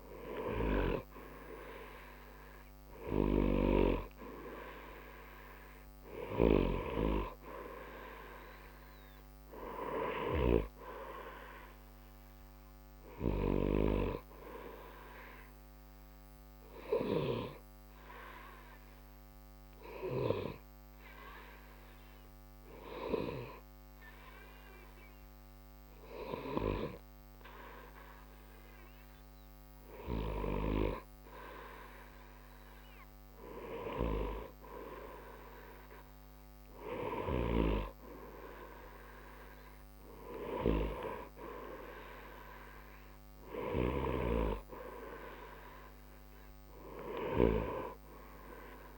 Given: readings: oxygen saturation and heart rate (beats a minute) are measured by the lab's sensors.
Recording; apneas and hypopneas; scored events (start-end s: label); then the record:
breathing in sleep by a microphone on the trachea; 1
0.00-8.50 s: oxygen desaturation (device-marked, oxygen 90% lowest, heart rate 61 extreme)
9.00-13.00 s: arousal
15.50-31.00 s: hypopnea (oxygen 95% before, 93% lowest, heart rate 62 before, 61 extreme, up 2 after)
33.50-38.00 s: arousal
From the record:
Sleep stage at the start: N2 (light sleep); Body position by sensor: on the right side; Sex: male